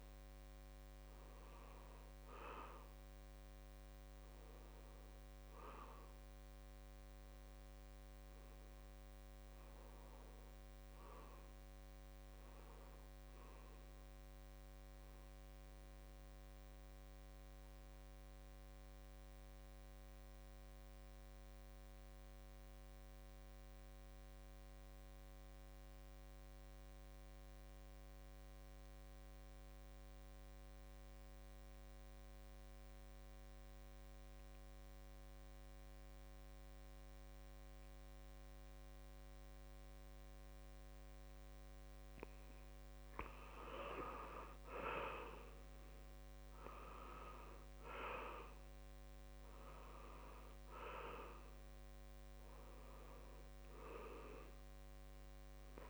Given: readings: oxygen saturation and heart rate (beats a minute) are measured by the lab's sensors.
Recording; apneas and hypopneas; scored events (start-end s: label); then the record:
breathing in sleep by a microphone on the trachea; 1
0.00-16.50 s: oxygen desaturation (device-marked, oxygen 85% lowest, heart rate 66 extreme)
14.50-42.50 s: mixed apnea (oxygen 93% before, 82% lowest, heart rate 69 before, 65 extreme, up 4 after)
36.50-55.90 s: oxygen desaturation (device-marked, oxygen 96% before, 82% lowest, heart rate 67 before, 65 extreme)
44.00-48.00 s: arousal
From the record:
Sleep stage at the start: N2 (light sleep); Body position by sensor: on the back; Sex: male